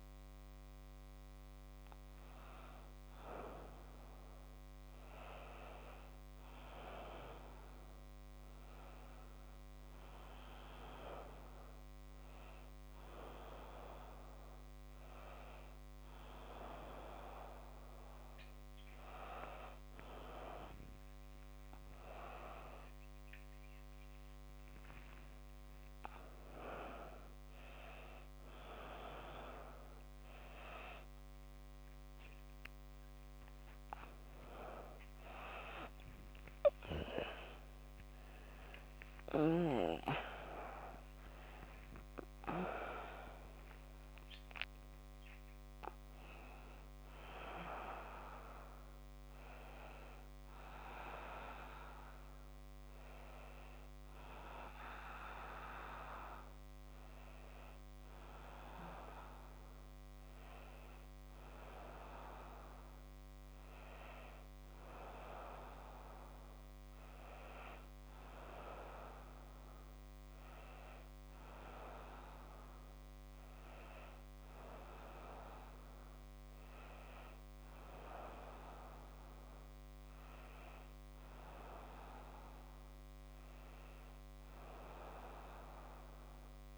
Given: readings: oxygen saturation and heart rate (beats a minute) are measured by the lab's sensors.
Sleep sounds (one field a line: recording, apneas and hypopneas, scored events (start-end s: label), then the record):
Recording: a person awake in a sleep study, by a microphone on the trachea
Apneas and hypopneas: none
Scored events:
none scored
From the record:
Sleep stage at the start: awake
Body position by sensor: on the back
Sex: female